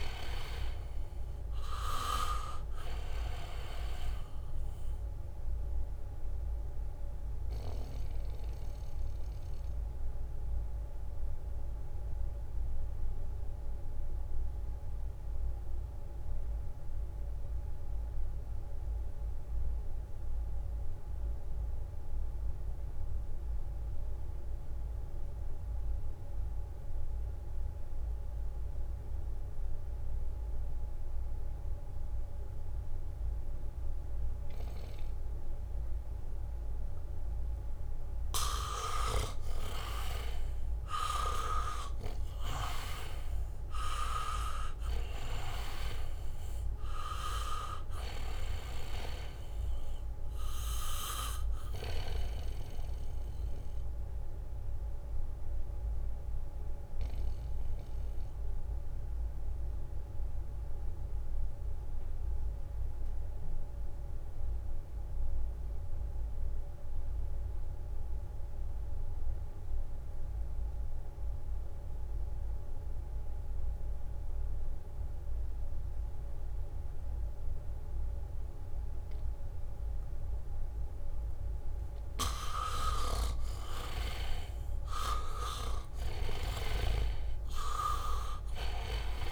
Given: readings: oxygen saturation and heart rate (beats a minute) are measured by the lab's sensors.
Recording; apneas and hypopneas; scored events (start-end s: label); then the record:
breathing in sleep by a room microphone; 2
0.00-19.50 s: oxygen desaturation (device-marked, oxygen 80% lowest, heart rate 63 extreme)
1.50-7.50 s: leg movement (device-marked)
6.50-37.00 s: mixed apnea (oxygen 99% before, 79% lowest, heart rate 68 before, 63 extreme, up 1 after)
26.50-66.50 s: oxygen desaturation (device-marked, oxygen 99% before, 79% lowest, heart rate 69 before, 63 extreme)
31.00-32.50 s: leg movement (device-marked)
40.00-44.00 s: arousal
52.50-81.00 s: mixed apnea (oxygen 99% before, 79% lowest, heart rate 66 before, 65 extreme)
68.50-72.00 s: leg movement (device-marked)
76.50-89.32 s: oxygen desaturation (device-marked, oxygen 99% before, 79% lowest, heart rate 71 before, 59 extreme)
83.00-88.50 s: arousal
From the record:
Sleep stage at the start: N2 (light sleep); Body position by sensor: on the back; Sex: male